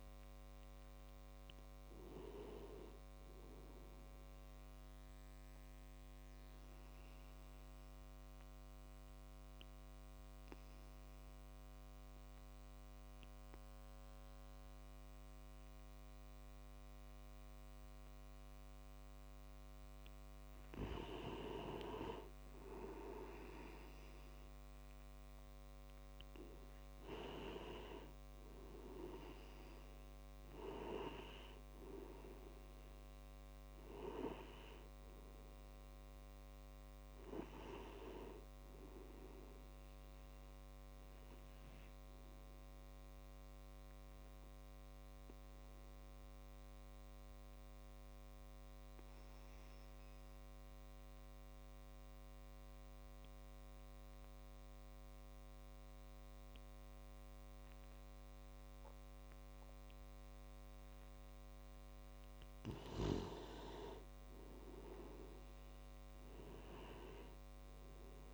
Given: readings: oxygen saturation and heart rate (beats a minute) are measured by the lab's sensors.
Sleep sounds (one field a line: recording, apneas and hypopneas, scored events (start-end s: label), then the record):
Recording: breathing in sleep by a microphone on the trachea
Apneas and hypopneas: 2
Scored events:
0.00-11.00 s: oxygen desaturation (device-marked, oxygen 89% lowest)
6.00-19.50 s: obstructive apnea (oxygen 97% before, 90% lowest)
21.00-24.00 s: arousal
27.00-51.00 s: oxygen desaturation (device-marked, oxygen 97% before, 91% lowest)
30.00-35.00 s: tachycardia (device-marked, heart rate 56 before, 107 extreme)
46.50-62.00 s: obstructive apnea (oxygen 97% before, 90% lowest)
64.50-67.50 s: arousal
67.00-68.34 s: oxygen desaturation (device-marked, oxygen 97% before, 90% lowest)
From the record:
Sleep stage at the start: N2 (light sleep)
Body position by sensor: on the back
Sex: male